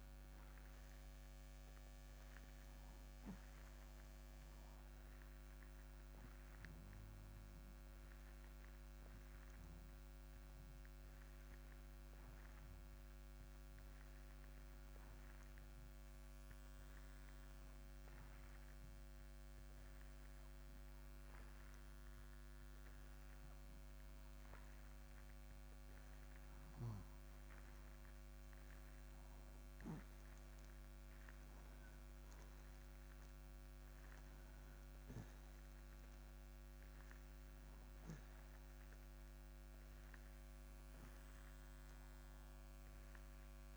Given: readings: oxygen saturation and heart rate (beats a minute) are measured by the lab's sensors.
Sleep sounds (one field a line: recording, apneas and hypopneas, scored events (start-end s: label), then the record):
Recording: breathing in sleep, hard to hear, by a microphone on the trachea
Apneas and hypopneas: 1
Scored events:
7.50-26.00 s: obstructive apnea (oxygen 95% before, 89% lowest, heart rate 107 before, 59 extreme, up 12 after)
10.50-29.50 s: oxygen desaturation (device-marked, oxygen 94% before, 90% lowest, heart rate 113 before, 59 extreme)
27.00-32.00 s: arousal
From the record:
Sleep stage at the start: N2 (light sleep)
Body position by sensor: on the back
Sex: male